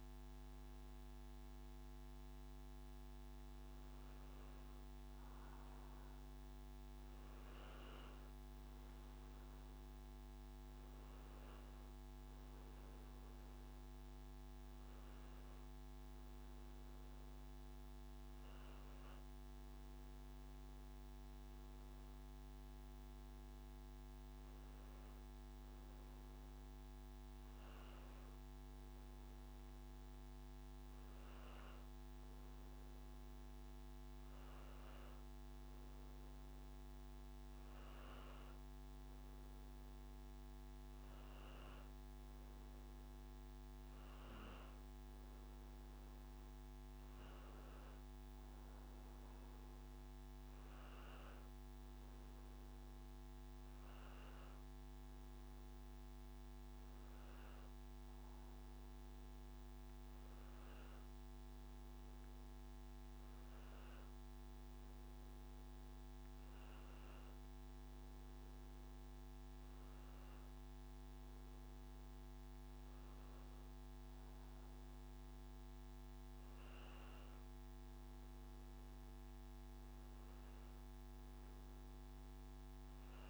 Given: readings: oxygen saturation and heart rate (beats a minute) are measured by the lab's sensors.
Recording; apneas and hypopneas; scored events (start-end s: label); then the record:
breathing in sleep, hard to hear, by a microphone on the trachea; none
10.50-21.50 s: oxygen desaturation (device-marked, oxygen 99% before, 94% lowest, heart rate 85 before, 82 extreme)
From the record:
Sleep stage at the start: N2 (light sleep); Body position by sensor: on the back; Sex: male